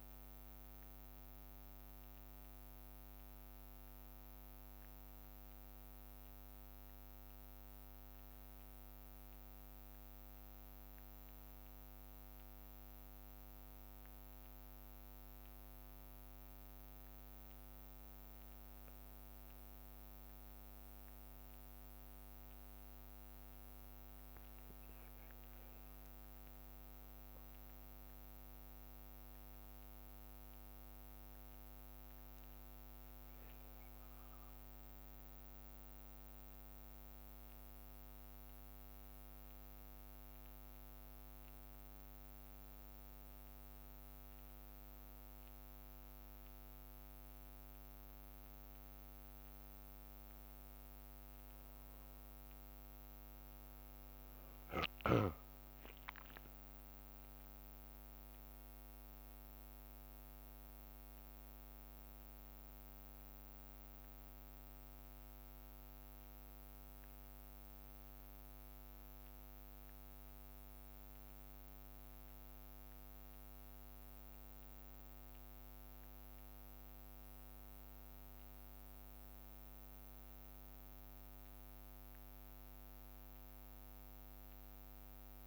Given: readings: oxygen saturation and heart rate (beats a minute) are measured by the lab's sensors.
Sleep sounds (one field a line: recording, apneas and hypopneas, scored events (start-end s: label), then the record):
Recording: a person awake in a sleep study, hard to hear, by a microphone on the trachea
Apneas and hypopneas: none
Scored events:
0.00-17.00 s: bradycardia (device-marked, heart rate 58 extreme)
21.00-24.00 s: bradycardia (device-marked, heart rate 58 before, 59 extreme)
50.00-52.00 s: bradycardia (device-marked, heart rate 58 before, 60 extreme)
67.00-85.47 s: bradycardia (device-marked, heart rate 58 before, 59 extreme)
From the record:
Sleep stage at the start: awake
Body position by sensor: on the back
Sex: male